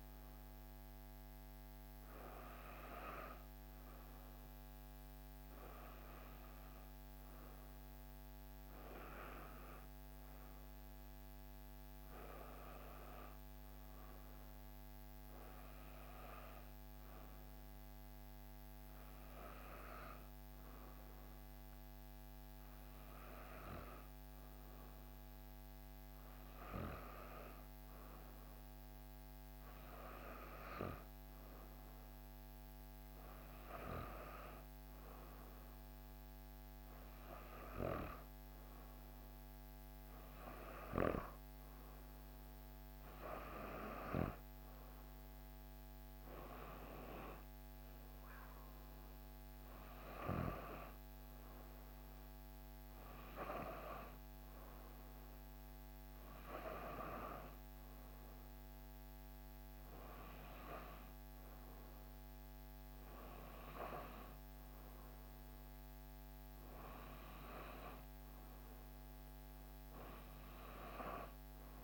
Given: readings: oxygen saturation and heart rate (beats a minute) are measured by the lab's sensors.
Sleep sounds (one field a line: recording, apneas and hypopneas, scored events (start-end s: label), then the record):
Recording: breathing in sleep by a microphone on the trachea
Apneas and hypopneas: none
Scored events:
none scored
From the record:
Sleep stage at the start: N2 (light sleep)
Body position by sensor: on the back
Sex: female